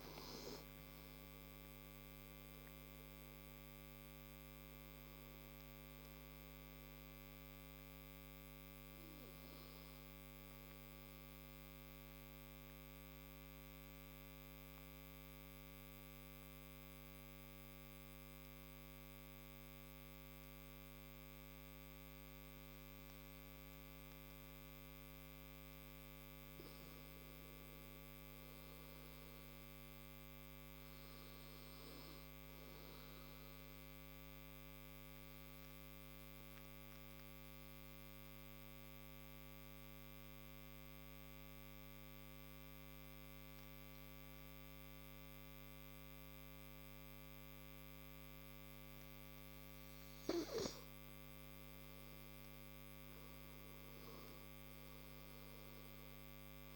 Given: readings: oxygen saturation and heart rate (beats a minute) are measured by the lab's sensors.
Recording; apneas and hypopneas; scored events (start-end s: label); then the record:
breathing in sleep, hard to hear, by a microphone on the trachea; 2
0.00-13.00 s: oxygen desaturation (device-marked, oxygen 91% lowest, heart rate 48 extreme)
10.50-26.00 s: mixed apnea (oxygen 97% before, 90% lowest, heart rate 60 before, 48 extreme, up 4 after)
27.00-29.50 s: arousal
34.50-51.00 s: mixed apnea (oxygen 100% before, 89% lowest, heart rate 54 before, 48 extreme, up 18 after)
53.00-56.50 s: arousal
From the record:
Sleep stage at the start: N2 (light sleep); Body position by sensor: on the right side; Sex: male